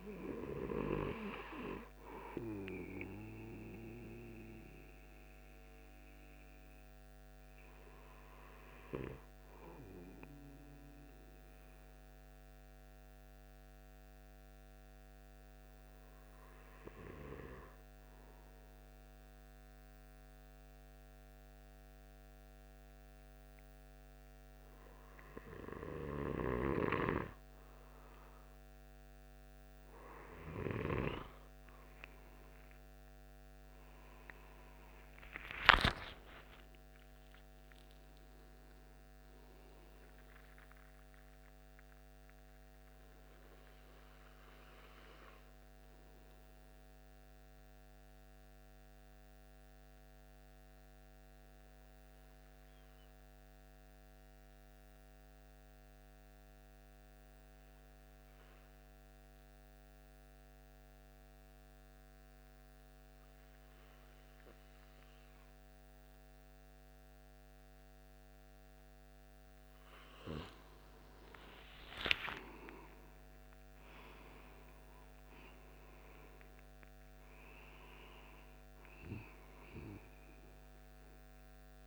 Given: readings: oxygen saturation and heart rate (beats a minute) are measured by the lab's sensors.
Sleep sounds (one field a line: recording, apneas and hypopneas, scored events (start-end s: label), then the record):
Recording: breathing in sleep by a microphone on the trachea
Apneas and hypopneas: 2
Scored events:
0.00-10.00 s: oxygen desaturation (device-marked, oxygen 92% lowest, heart rate 41 extreme)
3.50-26.00 s: hypopnea (oxygen 97% before, 92% lowest, heart rate 72 before, 70 extreme, up 11 after)
34.50-38.50 s: arousal
46.50-68.50 s: mixed apnea (oxygen 97% before, 92% lowest, heart rate 80 before, 72 extreme, up 9 after)
68.00-81.87 s: oxygen desaturation (device-marked, oxygen 97% before, 92% lowest, heart rate 76 before, 72 extreme)
70.50-74.50 s: arousal
From the record:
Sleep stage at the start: N2 (light sleep)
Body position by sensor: on the right side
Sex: male